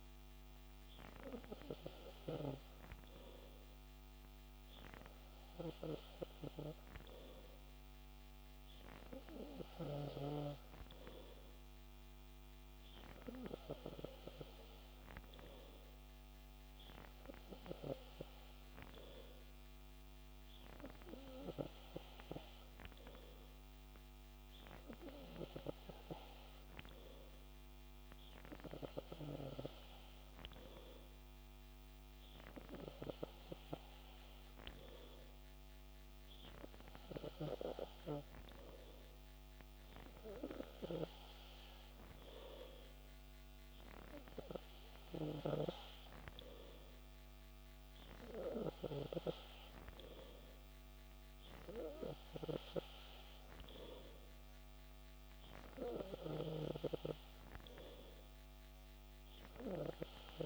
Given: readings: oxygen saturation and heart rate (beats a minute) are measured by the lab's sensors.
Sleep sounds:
breathing in sleep by a microphone on the trachea; none
none scored
From the record:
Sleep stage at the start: N3 (deep sleep); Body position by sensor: on the back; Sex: male

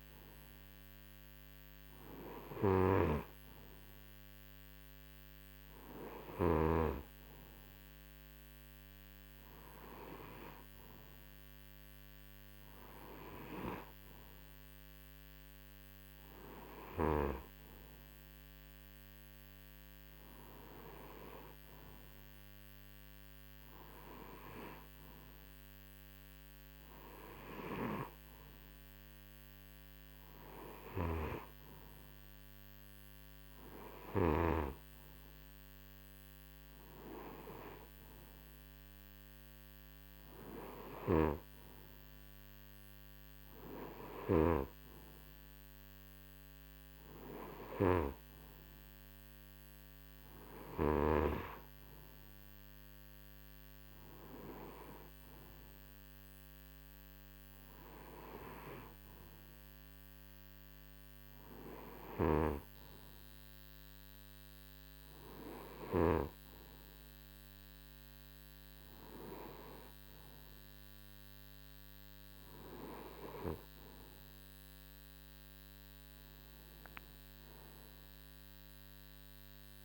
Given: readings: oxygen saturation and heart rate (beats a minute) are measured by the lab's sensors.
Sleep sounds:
breathing in sleep by a microphone on the trachea; none
0.00-6.50 s: snoring (device-marked)
30.50-34.00 s: snoring (device-marked)
40.50-44.50 s: snoring (device-marked)
61.50-66.00 s: snoring (device-marked)
From the record:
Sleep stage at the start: N2 (light sleep); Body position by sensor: on the right side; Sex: male

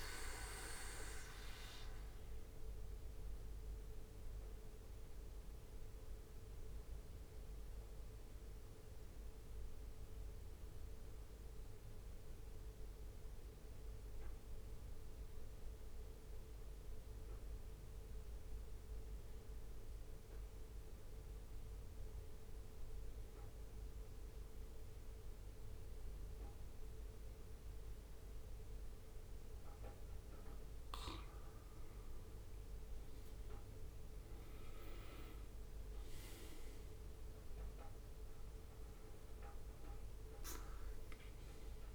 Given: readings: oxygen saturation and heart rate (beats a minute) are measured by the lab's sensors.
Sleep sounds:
breathing in sleep, hard to hear, by a room microphone; 1
0.00-5.50 s: oxygen desaturation (device-marked, oxygen 90% lowest, heart rate 63 extreme)
0.50-30.50 s: obstructive apnea (oxygen 94% before, 91% lowest, heart rate 67 before, 61 extreme, up 7 after)
28.50-41.94 s: oxygen desaturation (device-marked, oxygen 98% before, 92% lowest, heart rate 64 before, 61 extreme)
33.00-37.50 s: arousal
From the record:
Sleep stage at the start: N2 (light sleep); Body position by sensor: on the back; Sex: male

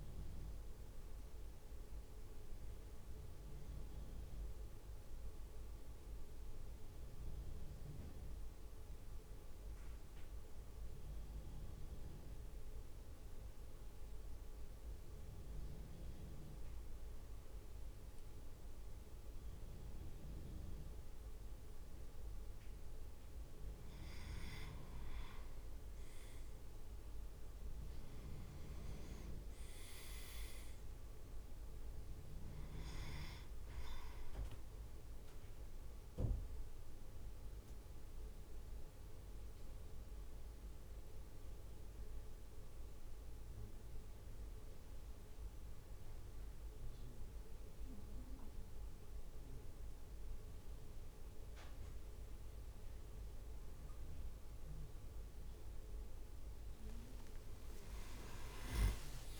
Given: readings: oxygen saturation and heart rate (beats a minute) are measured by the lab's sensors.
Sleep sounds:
breathing in sleep by a room microphone; 2
0.00-1.50 s: drop in pulse transit time (device-marked, heart rate 53 extreme)
7.00-24.00 s: mixed apnea (oxygen 99% before, 95% lowest, heart rate 57 before, 48 extreme, up 5 after)
26.00-29.00 s: arousal
30.50-59.40 s: new sleep stage, N1 (lightest sleep)
31.50-41.50 s: oxygen desaturation (device-marked, oxygen 100% before, 96% lowest, heart rate 57 before, 49 extreme)
38.50-54.50 s: hypopnea (oxygen 100% before, 96% lowest, heart rate 55 before, 54 extreme, up 9 after)
From the record:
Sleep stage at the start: N2 (light sleep); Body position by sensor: on the back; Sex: male

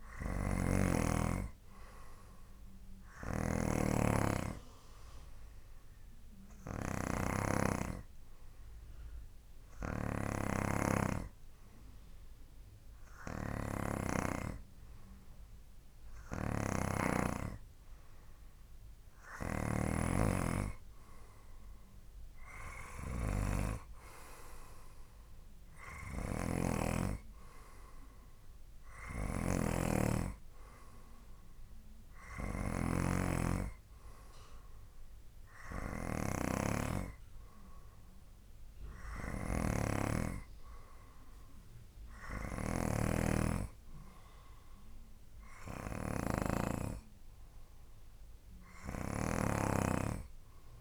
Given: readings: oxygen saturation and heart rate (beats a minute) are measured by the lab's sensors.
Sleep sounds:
breathing in sleep by a room microphone; none
0.00-17.50 s: snoring (device-marked)
26.50-50.81 s: snoring (device-marked)
From the record:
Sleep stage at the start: N2 (light sleep); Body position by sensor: on the right side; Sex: male

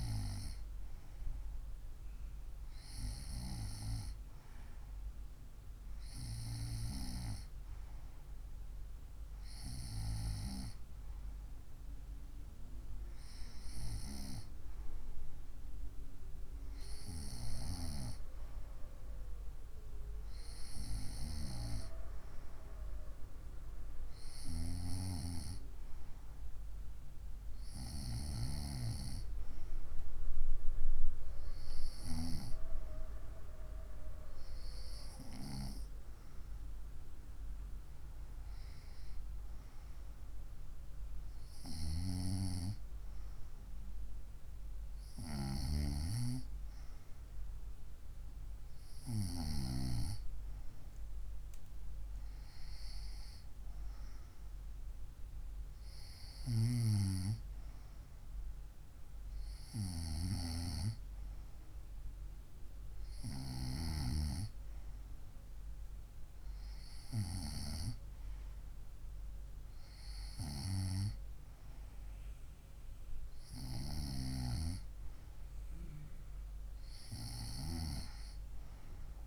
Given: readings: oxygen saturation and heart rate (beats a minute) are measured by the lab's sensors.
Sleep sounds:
breathing in sleep by a room microphone; none
none scored
From the record:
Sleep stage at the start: N2 (light sleep); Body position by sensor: on the right side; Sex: female

